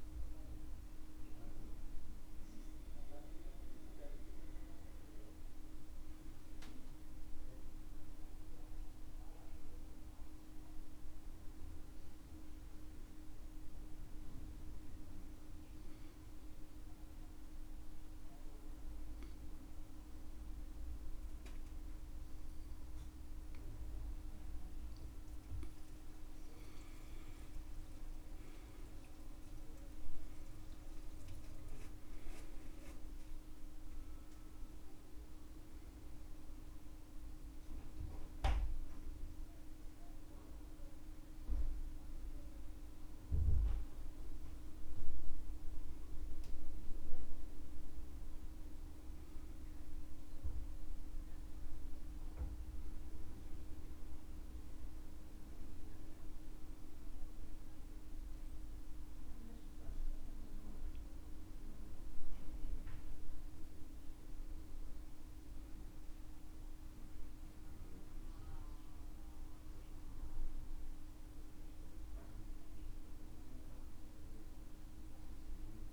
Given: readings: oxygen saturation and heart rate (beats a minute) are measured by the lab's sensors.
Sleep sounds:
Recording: breathing in sleep, hard to hear, by a room microphone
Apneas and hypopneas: 1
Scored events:
0.00-25.00 s: oxygen desaturation (device-marked, oxygen 92% lowest, heart rate 67 extreme)
8.50-26.50 s: obstructive apnea (oxygen 97% before, 90% lowest, heart rate 71 before, 67 extreme, up 7 after)
28.50-34.00 s: arousal
53.00-75.93 s: oxygen desaturation (device-marked, oxygen 93% before, 90% lowest, heart rate 70 before, 64 extreme)
From the record:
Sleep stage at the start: REM sleep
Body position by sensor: on the back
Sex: male

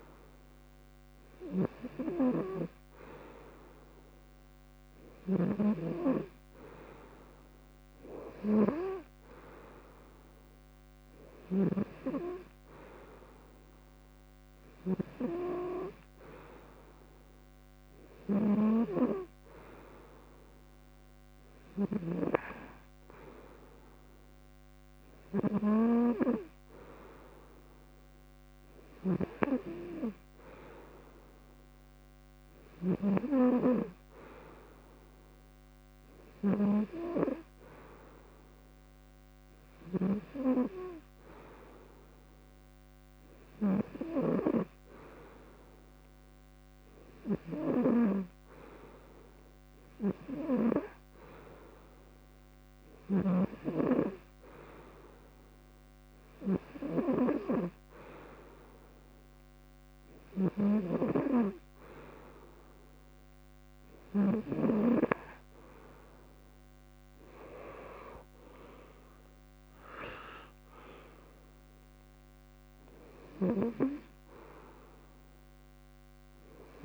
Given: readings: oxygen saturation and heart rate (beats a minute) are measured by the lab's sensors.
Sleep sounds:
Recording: breathing in sleep by a microphone on the trachea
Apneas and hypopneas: none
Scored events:
28.50-32.50 s: snoring (device-marked)
From the record:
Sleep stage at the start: N2 (light sleep)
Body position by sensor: on the front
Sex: male

